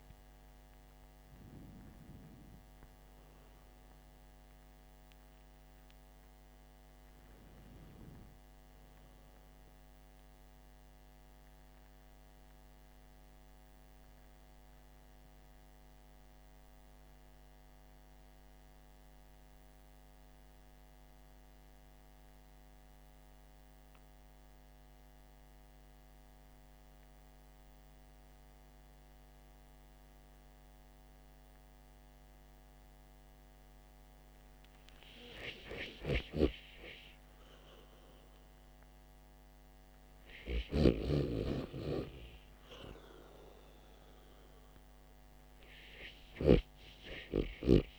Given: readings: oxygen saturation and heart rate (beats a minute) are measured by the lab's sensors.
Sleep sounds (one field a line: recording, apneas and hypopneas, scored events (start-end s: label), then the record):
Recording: breathing in sleep by a microphone on the trachea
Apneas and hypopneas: 1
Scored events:
0.00-8.50 s: oxygen desaturation (device-marked, oxygen 93% lowest, heart rate 50 extreme)
14.00-34.00 s: central apnea (oxygen 96% before, 89% lowest, heart rate 63 before, 50 extreme, up 1 after)
16.50-30.50 s: oxygen desaturation (device-marked, oxygen 94% before, 89% lowest, heart rate 62 before, 50 extreme)
38.00-41.50 s: arousal
44.50-47.99 s: oxygen desaturation (device-marked, oxygen 98% before, 92% lowest, heart rate 52 before, 47 extreme)
From the record:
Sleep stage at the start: REM sleep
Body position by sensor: on the back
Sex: male